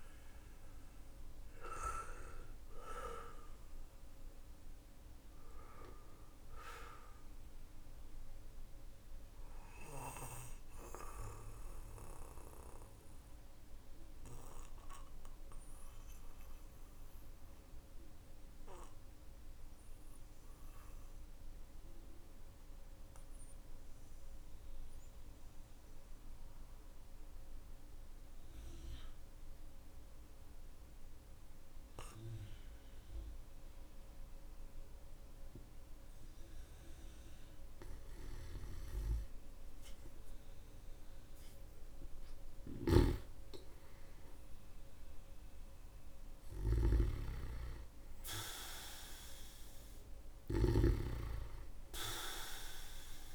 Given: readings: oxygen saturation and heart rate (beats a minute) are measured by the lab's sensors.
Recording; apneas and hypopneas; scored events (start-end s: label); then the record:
breathing in sleep by a room microphone; 1
0.00-27.50 s: oxygen desaturation (device-marked, oxygen 91% lowest, heart rate 46 extreme)
8.00-36.00 s: mixed apnea (oxygen 99% before, 91% lowest, heart rate 57 before, 46 extreme, up 14 after)
38.50-44.00 s: arousal
42.00-53.35 s: snoring (device-marked)
From the record:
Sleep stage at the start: N2 (light sleep); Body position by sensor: on the back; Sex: male